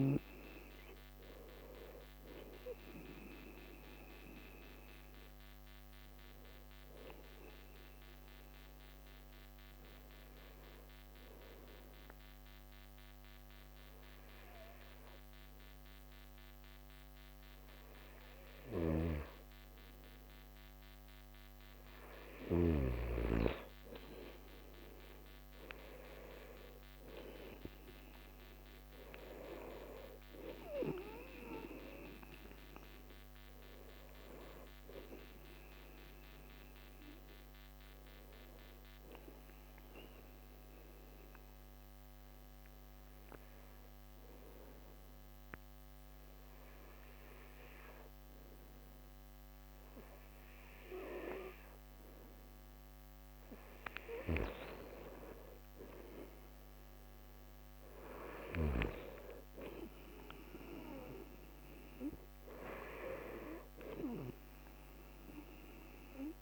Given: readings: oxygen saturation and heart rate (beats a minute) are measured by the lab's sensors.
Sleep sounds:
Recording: breathing in sleep by a microphone on the trachea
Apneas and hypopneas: 2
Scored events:
0.00-15.50 s: oxygen desaturation (device-marked, oxygen 91% lowest)
5.00-20.00 s: obstructive apnea (oxygen 96% before, 91% lowest)
18.50-23.00 s: snoring (device-marked)
22.00-24.00 s: arousal
28.50-52.50 s: oxygen desaturation (device-marked, oxygen 96% before, 92% lowest)
36.00-51.00 s: obstructive apnea (oxygen 96% before, 91% lowest)
52.50-55.00 s: arousal
From the record:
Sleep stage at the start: N2 (light sleep)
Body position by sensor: on the right side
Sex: male

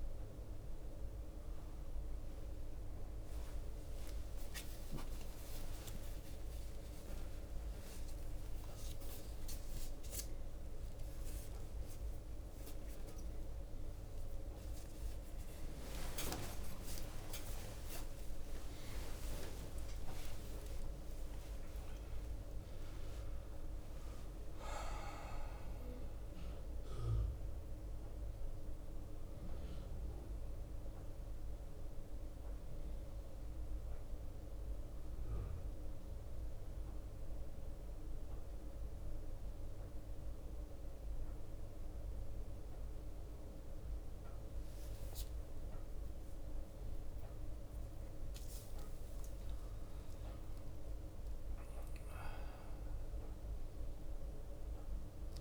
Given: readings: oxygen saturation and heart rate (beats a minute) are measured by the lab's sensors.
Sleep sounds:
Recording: a person awake in a sleep study, by a room microphone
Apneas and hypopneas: 1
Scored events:
2.50-25.50 s: tachycardia (device-marked, heart rate 55 before, 210 extreme)
4.00-6.00 s: long interval between heartbeats (device-marked, heart rate 59 before, 75 extreme)
5.50-14.50 s: drop in pulse transit time (device-marked, heart rate 62 before, 113 extreme)
6.50-36.50 s: new sleep stage, awake
7.00-9.00 s: long interval between heartbeats (device-marked, heart rate 64 before, 149 extreme)
10.50-12.50 s: long interval between heartbeats (device-marked, heart rate 86 before, 186 extreme)
13.00-15.00 s: long interval between heartbeats (device-marked, heart rate 100 before, 179 extreme)
15.00-17.00 s: long interval between heartbeats (device-marked, heart rate 112 before, 175 extreme)
18.50-20.50 s: long interval between heartbeats (device-marked, heart rate 135 before, 145 extreme)
20.50-22.50 s: long interval between heartbeats (device-marked, heart rate 144 before, 136 extreme)
25.50-32.50 s: bradycardia (device-marked)
25.50-37.50 s: drop in pulse transit time (device-marked)
30.00-44.00 s: hypopnea (oxygen 95% before, 92% lowest, heart rate 152 before, 57 extreme, up 23 after)
34.50-41.50 s: bradycardia (device-marked, heart rate 60 before, 30 extreme)
36.50-55.41 s: new sleep stage, N1 (lightest sleep)
45.00-47.00 s: long interval between heartbeats (device-marked, heart rate 61 before, 66 extreme)
46.50-52.00 s: arousal
49.00-51.00 s: long interval between heartbeats (device-marked, heart rate 47 before, 77 extreme)
From the record:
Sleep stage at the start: N1 (lightest sleep)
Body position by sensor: on the right side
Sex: male

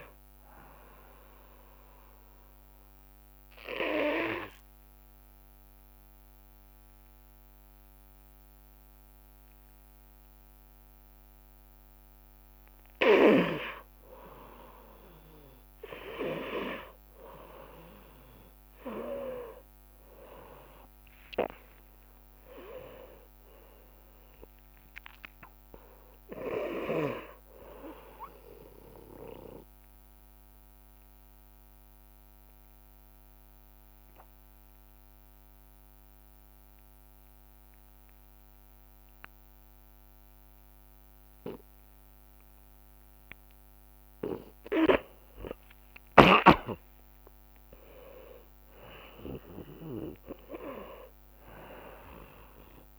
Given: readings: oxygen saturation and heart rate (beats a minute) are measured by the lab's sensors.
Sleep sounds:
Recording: breathing in sleep by a microphone on the trachea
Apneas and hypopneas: 2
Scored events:
2.00-12.00 s: oxygen desaturation (device-marked, oxygen 91% before, 84% lowest)
3.50-14.00 s: obstructive apnea (oxygen 91% before, 84% lowest)
16.00-20.50 s: arousal
26.00-43.00 s: oxygen desaturation (device-marked, oxygen 99% before, 92% lowest)
31.00-45.00 s: obstructive apnea (oxygen 99% before, 90% lowest)
42.00-44.00 s: long interval between heartbeats (device-marked)
46.50-48.50 s: long interval between heartbeats (device-marked)
46.50-50.00 s: arousal
48.00-52.99 s: new sleep stage, N2 (light sleep)
From the record:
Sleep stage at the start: N1 (lightest sleep)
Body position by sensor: on the back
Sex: male

